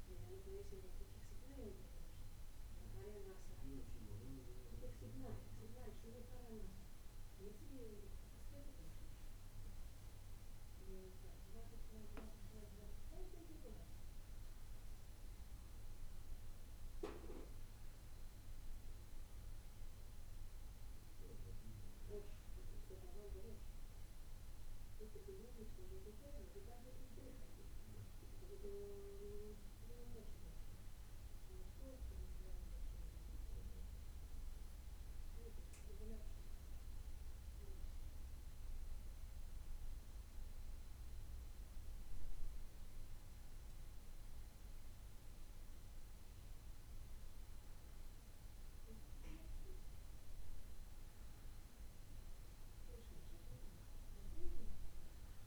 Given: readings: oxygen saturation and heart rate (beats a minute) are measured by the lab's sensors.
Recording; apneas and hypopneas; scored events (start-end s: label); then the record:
breathing in sleep by a room microphone; 1
36.00-47.00 s: hypopnea (oxygen 94% before, 93% lowest, heart rate 71 before, 70 extreme, up 1 after)
49.50-53.00 s: arousal
From the record:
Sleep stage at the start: N2 (light sleep); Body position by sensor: on the back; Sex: male